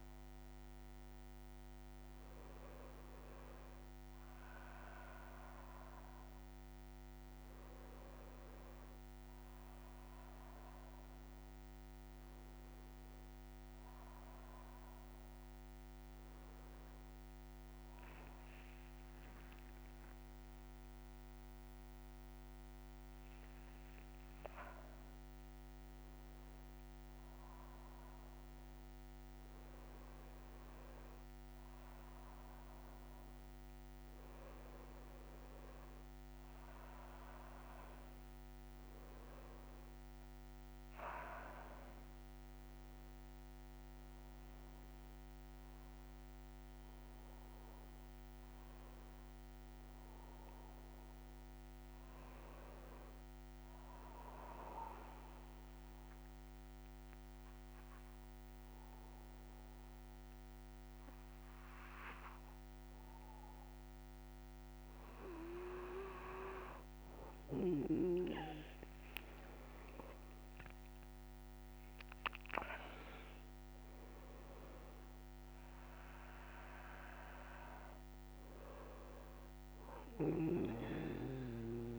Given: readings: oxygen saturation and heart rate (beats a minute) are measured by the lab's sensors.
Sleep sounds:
breathing in sleep by a microphone on the trachea; 1
54.00-65.50 s: obstructive apnea (oxygen 97% before, 93% lowest, heart rate 78 before, 45 extreme, up 25 after)
70.50-81.99 s: oxygen desaturation (device-marked, oxygen 97% before, 93% lowest, heart rate 58 before, 27 extreme)
From the record:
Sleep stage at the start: N3 (deep sleep); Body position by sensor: on the back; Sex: male

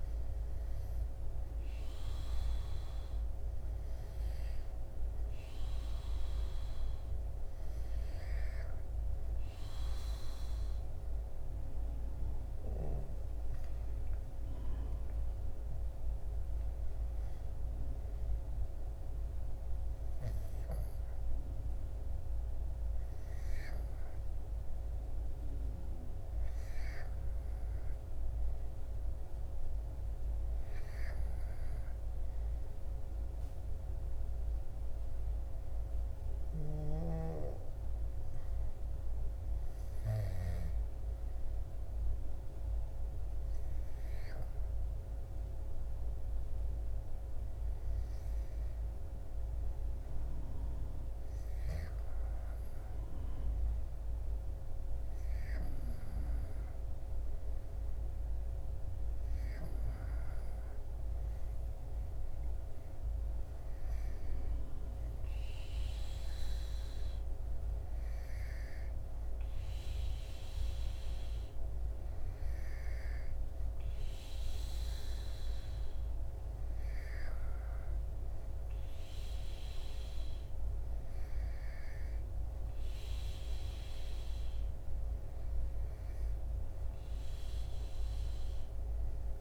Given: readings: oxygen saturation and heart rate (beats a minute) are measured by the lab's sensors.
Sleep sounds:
breathing in sleep, hard to hear, by a room microphone; none
none scored
From the record:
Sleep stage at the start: N2 (light sleep); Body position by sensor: on the back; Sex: male

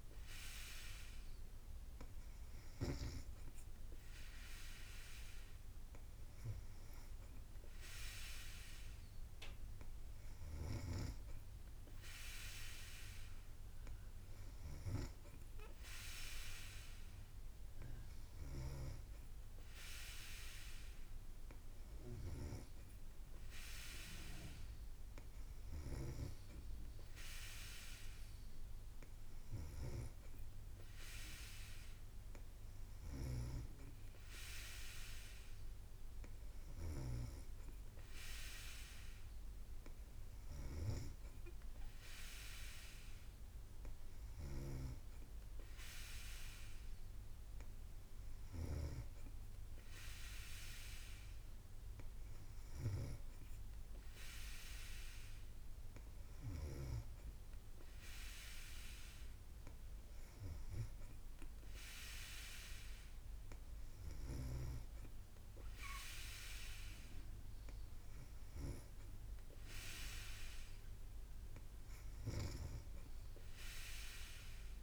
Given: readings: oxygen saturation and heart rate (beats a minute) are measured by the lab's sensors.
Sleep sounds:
breathing in sleep by a room microphone; none
7.00-9.00 s: long interval between heartbeats (device-marked, heart rate 57 before, 66 extreme)
From the record:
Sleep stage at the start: N3 (deep sleep); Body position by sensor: on the back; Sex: female

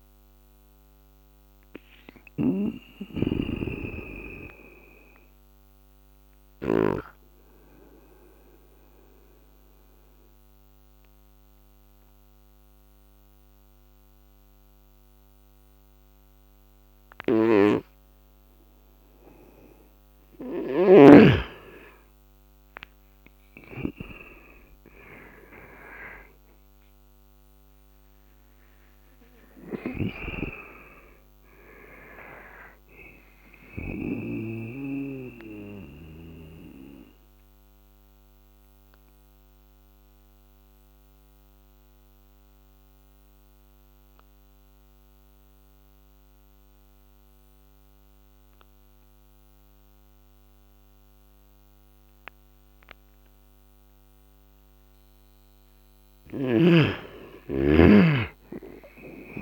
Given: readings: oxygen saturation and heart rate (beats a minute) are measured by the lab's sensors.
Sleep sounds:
breathing in sleep by a microphone on the trachea; 2
0.00-6.50 s: snoring (device-marked)
4.50-20.00 s: obstructive apnea (oxygen 96% before, 90% lowest, heart rate 81 before, 68 extreme, up 14 after)
16.50-33.50 s: snoring (device-marked)
17.50-28.50 s: oxygen desaturation (device-marked, oxygen 96% before, 90% lowest, heart rate 76 before, 66 extreme)
22.00-26.00 s: arousal
34.00-54.50 s: obstructive apnea (oxygen 97% before, 90% lowest, heart rate 77 before, 66 extreme, up 10 after)
45.50-52.50 s: oxygen desaturation (device-marked, oxygen 96% before, 92% lowest, heart rate 78 before, 67 extreme)
55.50-59.00 s: snoring (device-marked)
56.50-59.42 s: arousal
From the record:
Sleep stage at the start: N2 (light sleep); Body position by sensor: on the right side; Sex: male

